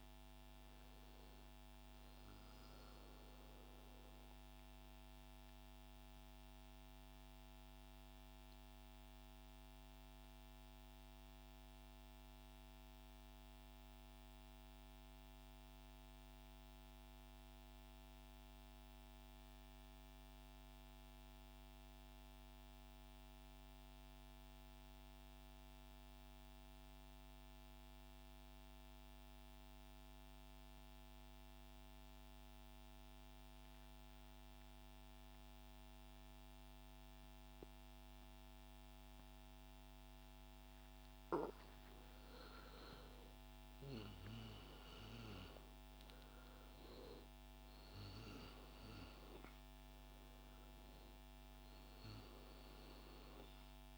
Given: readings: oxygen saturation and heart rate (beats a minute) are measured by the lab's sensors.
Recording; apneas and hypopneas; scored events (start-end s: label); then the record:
breathing in sleep, hard to hear, by a microphone on the trachea; 1
0.00-1.00 s: arousal
0.00-12.50 s: oxygen desaturation (device-marked, oxygen 87% lowest, heart rate 89 extreme)
3.50-40.00 s: central apnea (oxygen 96% before, 89% lowest, heart rate 155 before, 78 extreme, up 33 after)
32.50-53.98 s: oxygen desaturation (device-marked, oxygen 99% before, 92% lowest, heart rate 148 before, 78 extreme)
41.50-46.00 s: arousal
From the record:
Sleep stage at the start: N2 (light sleep); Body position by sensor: on the right side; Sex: male